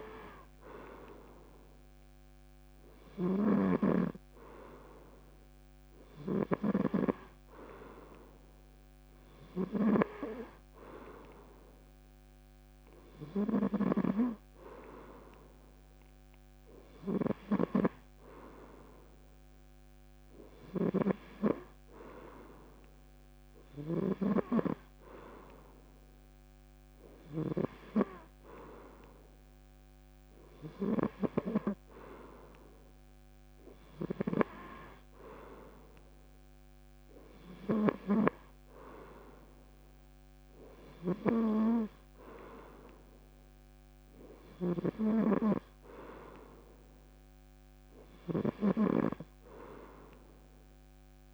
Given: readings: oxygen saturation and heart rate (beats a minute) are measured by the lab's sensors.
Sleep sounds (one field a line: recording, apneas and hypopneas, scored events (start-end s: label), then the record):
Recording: breathing in sleep by a microphone on the trachea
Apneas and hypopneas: none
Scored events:
0.00-6.50 s: snoring (device-marked)
20.50-27.50 s: snoring (device-marked)
37.50-41.00 s: snoring (device-marked)
48.00-51.33 s: snoring (device-marked)
From the record:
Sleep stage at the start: N3 (deep sleep)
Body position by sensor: on the back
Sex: male